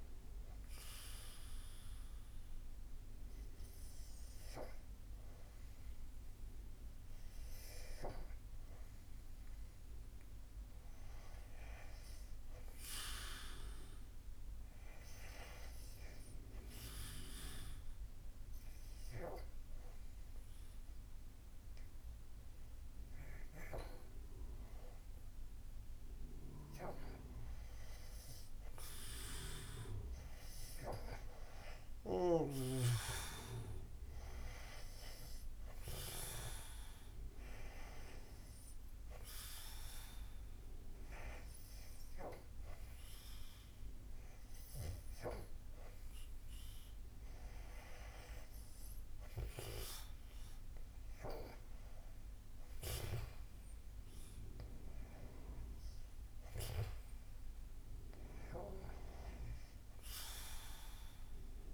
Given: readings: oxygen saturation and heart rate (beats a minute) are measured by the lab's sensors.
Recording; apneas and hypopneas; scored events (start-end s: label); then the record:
breathing in sleep by a room microphone; 2
3.50-25.50 s: hypopnea (oxygen 96% before, 92% lowest, heart rate 82 before, 79 extreme, up 5 after)
28.00-31.00 s: arousal
30.50-47.50 s: oxygen desaturation (device-marked, oxygen 96% before, 92% lowest, heart rate 81 before, 79 extreme)
38.50-49.00 s: hypopnea (oxygen 98% before, 92% lowest, heart rate 83 before, 79 extreme, up 6 after)
51.00-55.00 s: arousal
From the record:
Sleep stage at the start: N2 (light sleep); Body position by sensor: on the back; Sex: male